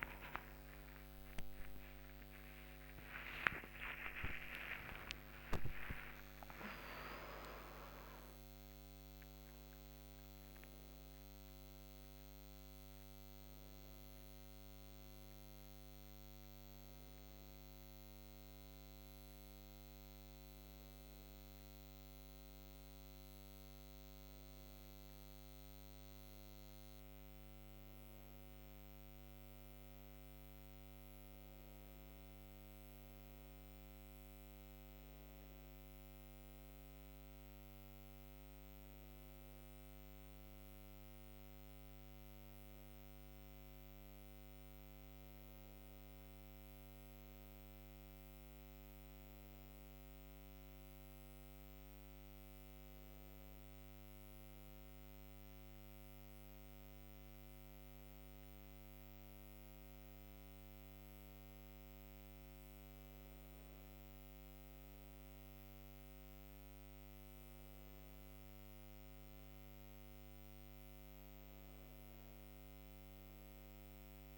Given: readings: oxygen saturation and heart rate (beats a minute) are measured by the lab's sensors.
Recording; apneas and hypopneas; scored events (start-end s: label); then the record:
a person partly awake in a sleep study, by a microphone on the trachea; none
17.50-74.38 s: new sleep stage, N1 (lightest sleep)
From the record:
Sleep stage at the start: awake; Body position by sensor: on the right side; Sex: female